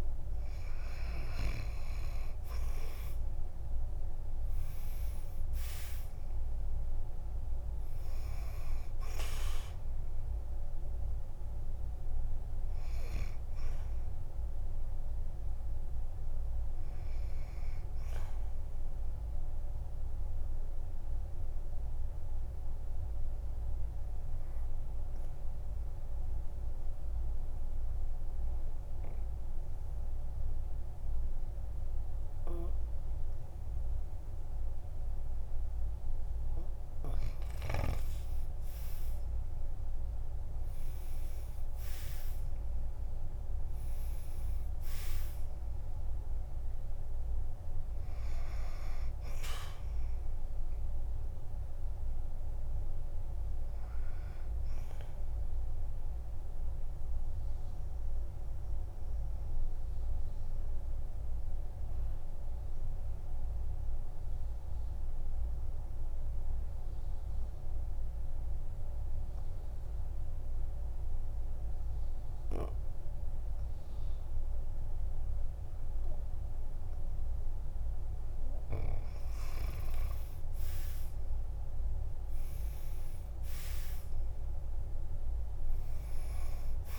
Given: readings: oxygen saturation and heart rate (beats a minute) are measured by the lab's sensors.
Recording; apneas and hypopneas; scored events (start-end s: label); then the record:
breathing in sleep, hard to hear, by a room microphone; 2
4.00-33.00 s: oxygen desaturation (device-marked, oxygen 98% before, 92% lowest, heart rate 53 before, 47 extreme)
18.50-36.50 s: obstructive apnea (oxygen 99% before, 92% lowest, heart rate 57 before, 46 extreme, up 11 after)
41.00-44.50 s: arousal
43.00-68.00 s: oxygen desaturation (device-marked, oxygen 98% before, 93% lowest, heart rate 53 before, 45 extreme)
56.50-77.50 s: obstructive apnea (oxygen 98% before, 92% lowest, heart rate 55 before, 46 extreme, up 12 after)
79.00-86.99 s: oxygen desaturation (device-marked, oxygen 98% before, 92% lowest, heart rate 49 before, 48 extreme)
82.00-86.00 s: arousal
From the record:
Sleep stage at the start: N2 (light sleep); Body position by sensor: on the back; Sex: male